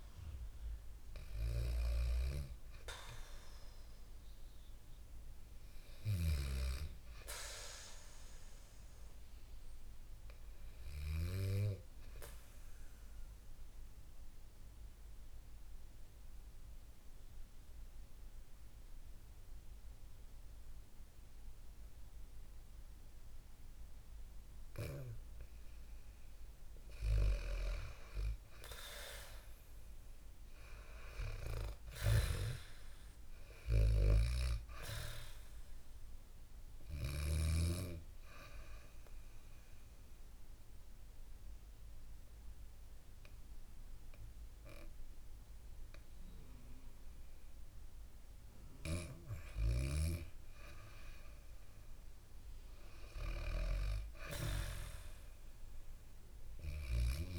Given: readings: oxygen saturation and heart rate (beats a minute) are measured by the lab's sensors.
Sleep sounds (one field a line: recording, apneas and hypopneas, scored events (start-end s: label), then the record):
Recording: breathing in sleep by a room microphone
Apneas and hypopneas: 2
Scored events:
7.50-57.39 s: new sleep stage, REM sleep
11.50-26.00 s: mixed apnea (oxygen 99% before, 92% lowest, heart rate 79 before, 64 extreme, up 2 after)
25.50-46.50 s: oxygen desaturation (device-marked, oxygen 98% before, 92% lowest, heart rate 65 before, 62 extreme)
27.50-32.00 s: arousal
37.00-49.00 s: obstructive apnea (oxygen 99% before, 90% lowest, heart rate 65 before, 62 extreme, up 2 after)
50.50-55.00 s: arousal
55.50-57.39 s: oxygen desaturation (device-marked, oxygen 99% before, 95% lowest, heart rate 68 before, 59 extreme)
From the record:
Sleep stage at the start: N2 (light sleep)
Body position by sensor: on the back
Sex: female